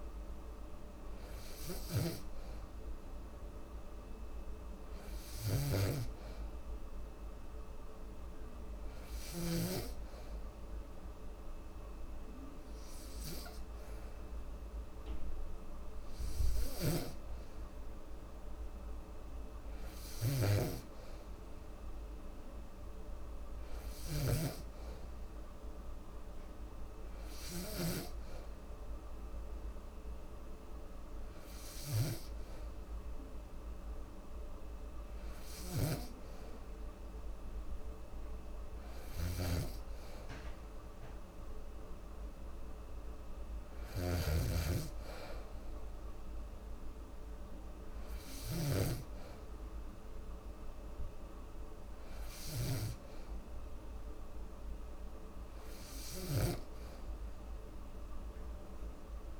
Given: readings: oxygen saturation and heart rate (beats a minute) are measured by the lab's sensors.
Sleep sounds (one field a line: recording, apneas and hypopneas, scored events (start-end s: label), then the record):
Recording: breathing in sleep by a room microphone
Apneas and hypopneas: none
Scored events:
none scored
From the record:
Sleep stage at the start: N2 (light sleep)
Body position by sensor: on the back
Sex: female